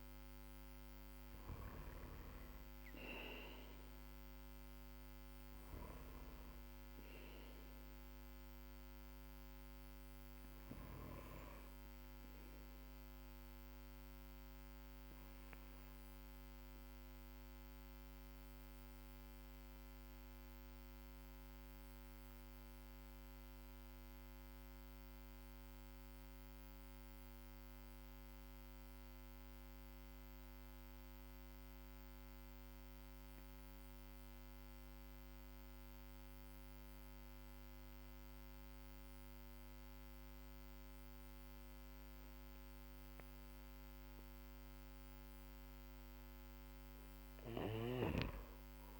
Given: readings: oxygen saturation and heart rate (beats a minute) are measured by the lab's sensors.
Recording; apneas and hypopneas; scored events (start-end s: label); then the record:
breathing in sleep, hard to hear, by a microphone on the trachea; 1
1.50-13.50 s: oxygen desaturation (device-marked, oxygen 95% before, 92% lowest, heart rate 56 before, 41 extreme)
16.50-42.50 s: obstructive apnea (oxygen 95% before, 90% lowest, heart rate 45 before, 47 extreme, up 7 after)
19.50-30.50 s: oxygen desaturation (device-marked, oxygen 93% before, 90% lowest, heart rate 45 before, 47 extreme)
46.00-49.00 s: arousal
From the record:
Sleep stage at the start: N2 (light sleep); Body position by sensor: on the back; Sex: male